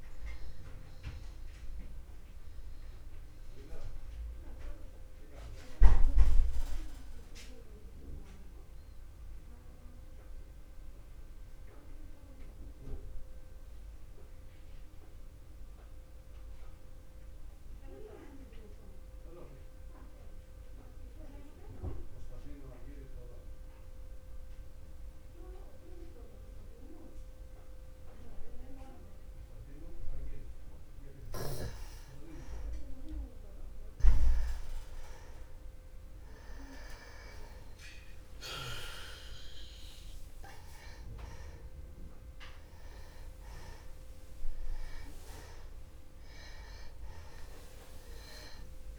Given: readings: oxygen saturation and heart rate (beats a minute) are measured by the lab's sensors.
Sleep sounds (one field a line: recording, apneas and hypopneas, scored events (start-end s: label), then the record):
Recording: breathing in sleep by a room microphone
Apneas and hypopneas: 1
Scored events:
0.00-16.00 s: oxygen desaturation (device-marked, oxygen 82% lowest, heart rate 60 extreme)
3.50-32.00 s: mixed apnea (oxygen 97% before, 81% lowest, heart rate 61 before, 60 extreme, up 0 after)
32.50-36.50 s: arousal
37.00-48.99 s: oxygen desaturation (device-marked, oxygen 97% before, 81% lowest, heart rate 60 before, 60 extreme)
From the record:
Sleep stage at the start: N2 (light sleep)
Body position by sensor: on the back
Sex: male